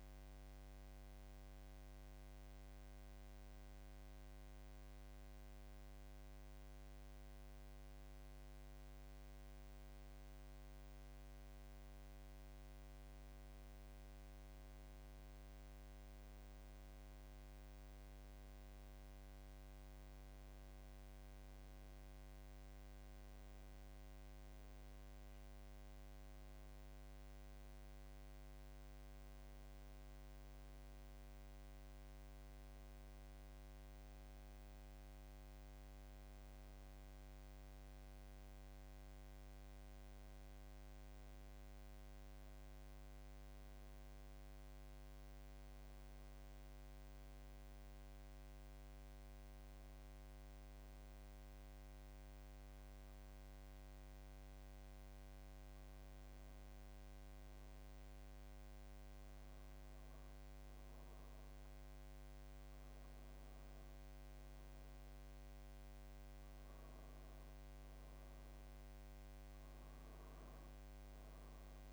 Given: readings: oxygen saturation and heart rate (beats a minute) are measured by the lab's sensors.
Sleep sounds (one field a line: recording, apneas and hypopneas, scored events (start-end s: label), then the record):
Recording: breathing in sleep, hard to hear, by a microphone on the trachea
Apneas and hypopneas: none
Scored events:
26.50-71.93 s: new sleep stage, N2 (light sleep)
From the record:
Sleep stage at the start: N1 (lightest sleep)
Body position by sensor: on the back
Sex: male